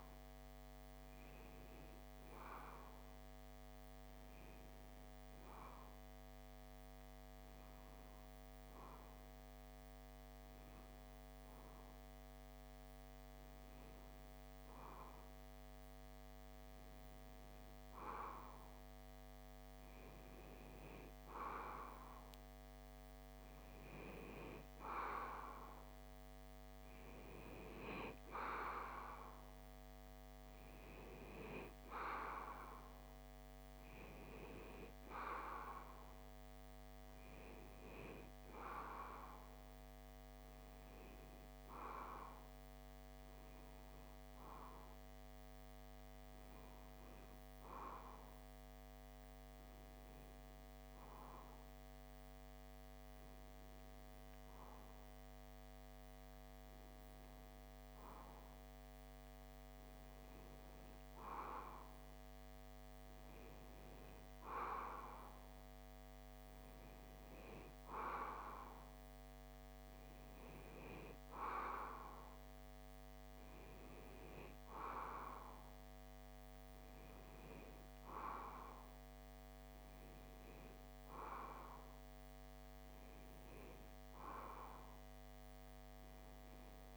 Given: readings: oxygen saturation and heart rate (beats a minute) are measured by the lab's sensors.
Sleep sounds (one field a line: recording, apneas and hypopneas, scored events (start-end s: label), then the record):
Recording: breathing in sleep by a microphone on the trachea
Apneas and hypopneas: 1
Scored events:
6.50-20.00 s: hypopnea (oxygen 95% before, 93% lowest)
22.00-25.50 s: arousal
84.00-86.97 s: new sleep stage, N3 (deep sleep)
From the record:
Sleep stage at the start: N2 (light sleep)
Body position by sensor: on the left side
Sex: male